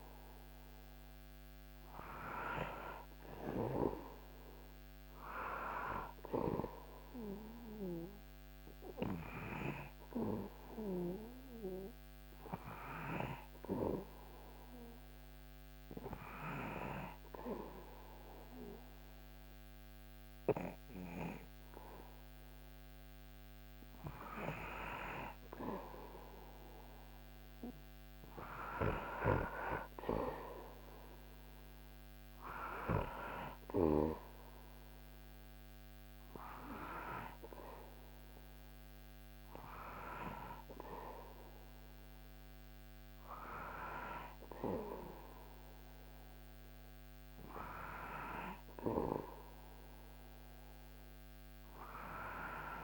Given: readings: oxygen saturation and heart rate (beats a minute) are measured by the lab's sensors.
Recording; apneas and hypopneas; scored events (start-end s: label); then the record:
breathing in sleep by a microphone on the trachea; none
4.50-9.00 s: arousal
From the record:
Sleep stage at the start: REM sleep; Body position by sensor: on the back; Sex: male